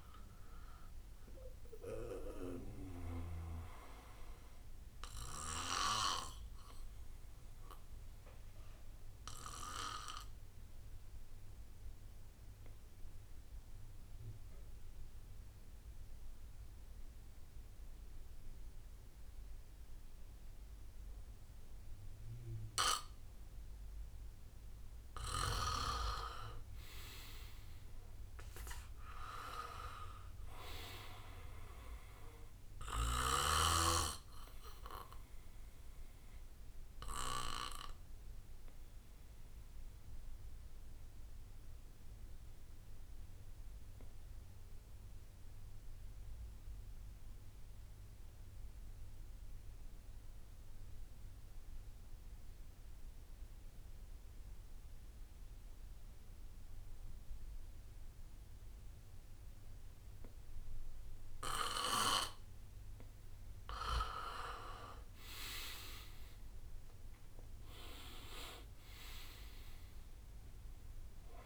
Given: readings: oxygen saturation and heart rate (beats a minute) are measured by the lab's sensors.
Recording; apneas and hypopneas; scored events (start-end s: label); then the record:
breathing in sleep by a room microphone; 2
0.00-2.50 s: drop in pulse transit time (device-marked, heart rate 78 extreme)
7.50-25.00 s: obstructive apnea (oxygen 100% before, 89% lowest, heart rate 79 before, 59 extreme, up 3 after)
24.50-45.50 s: oxygen desaturation (device-marked, oxygen 99% before, 90% lowest, heart rate 63 before, 59 extreme)
26.50-31.00 s: arousal
36.50-38.50 s: bradycardia (device-marked, heart rate 66 before, 60 extreme)
38.00-63.00 s: obstructive apnea (oxygen 100% before, 89% lowest, heart rate 64 before, 59 extreme, up 13 after)
57.50-71.46 s: oxygen desaturation (device-marked, oxygen 99% before, 89% lowest, heart rate 63 before, 59 extreme)
66.50-71.46 s: arousal
From the record:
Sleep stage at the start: N2 (light sleep); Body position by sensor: on the back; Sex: male